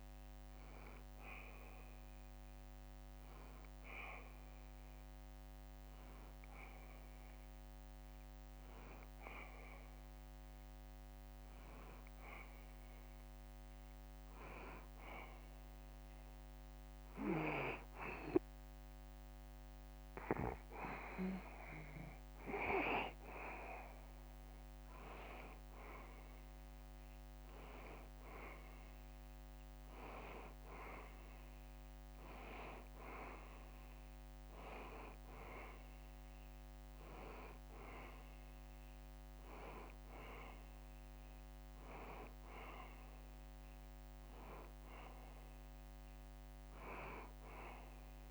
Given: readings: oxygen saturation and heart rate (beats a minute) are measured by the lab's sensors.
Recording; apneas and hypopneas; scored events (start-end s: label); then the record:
breathing in sleep by a microphone on the trachea; 1
0.00-13.00 s: oxygen desaturation (device-marked, oxygen 88% lowest, heart rate 71 extreme)
13.00-25.50 s: hypopnea (oxygen 94% before, 90% lowest, heart rate 76 before, 71 extreme, up 0 after)
30.50-35.00 s: arousal
From the record:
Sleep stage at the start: N2 (light sleep); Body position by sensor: on the back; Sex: male